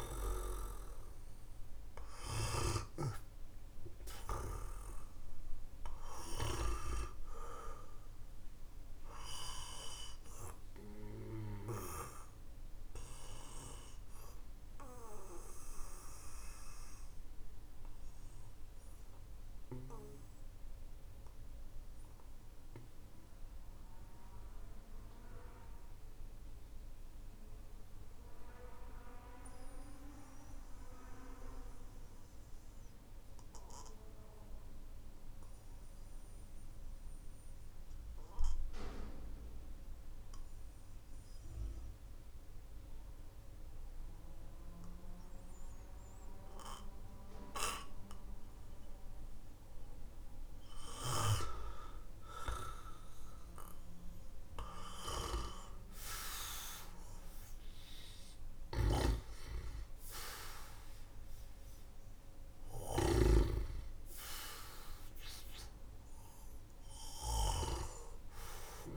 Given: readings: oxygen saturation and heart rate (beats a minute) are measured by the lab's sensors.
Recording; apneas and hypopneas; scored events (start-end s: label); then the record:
breathing in sleep by a room microphone; 1
0.00-2.50 s: snoring (device-marked)
0.00-32.50 s: oxygen desaturation (device-marked, oxygen 93% lowest, heart rate 44 extreme)
8.00-55.00 s: obstructive apnea (oxygen 100% before, 93% lowest, heart rate 55 before, 44 extreme, up 6 after)
54.50-68.97 s: oxygen desaturation (device-marked, oxygen 99% before, 93% lowest, heart rate 57 before, 44 extreme)
57.00-61.50 s: arousal
58.50-67.50 s: snoring (device-marked)
From the record:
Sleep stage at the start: N2 (light sleep); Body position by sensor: on the back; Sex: male